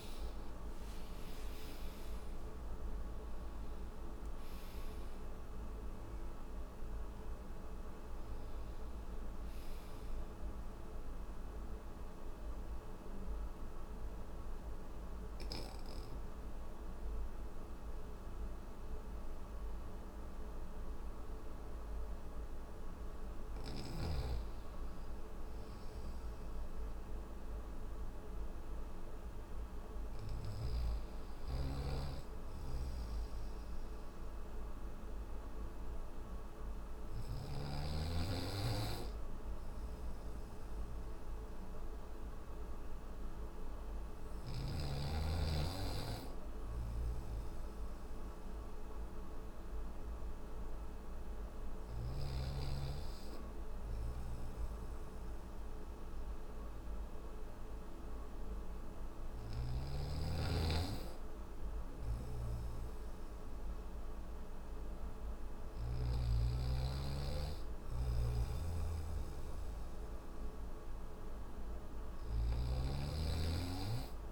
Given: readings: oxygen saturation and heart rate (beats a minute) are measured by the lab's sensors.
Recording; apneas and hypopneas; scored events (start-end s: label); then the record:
breathing in sleep by a room microphone; none
67.00-71.50 s: snoring (device-marked)
From the record:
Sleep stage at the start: N1 (lightest sleep); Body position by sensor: on the back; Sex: male